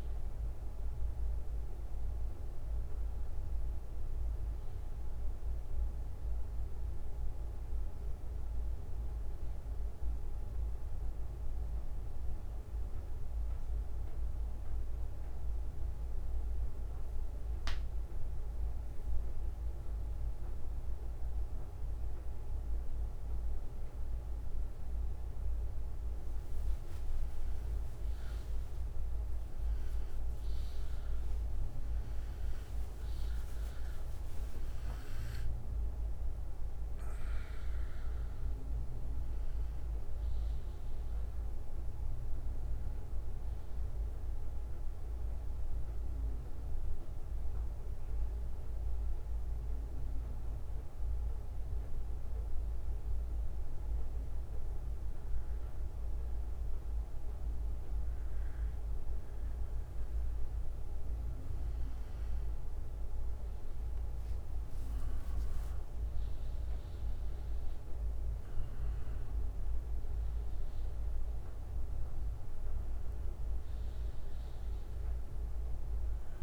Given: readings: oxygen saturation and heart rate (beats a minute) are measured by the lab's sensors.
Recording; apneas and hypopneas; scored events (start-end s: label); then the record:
breathing in sleep, hard to hear, by a room microphone; 2
11.00-23.00 s: hypopnea (oxygen 98% before, 92% lowest, heart rate 61 before, 58 extreme, up 10 after)
29.00-34.00 s: arousal
31.50-40.50 s: oxygen desaturation (device-marked, oxygen 96% before, 94% lowest, heart rate 63 before, 55 extreme)
44.50-47.50 s: bradycardia (device-marked, heart rate 64 before, 63 extreme)
46.00-61.00 s: obstructive apnea (oxygen 97% before, 91% lowest, heart rate 74 before, 55 extreme, up 14 after)
49.50-51.50 s: bradycardia (device-marked, heart rate 64 before, 58 extreme)
53.50-57.50 s: bradycardia (device-marked, heart rate 64 before, 58 extreme)
70.50-76.43 s: new sleep stage, awake
From the record:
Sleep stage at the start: N1 (lightest sleep); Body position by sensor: on the back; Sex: male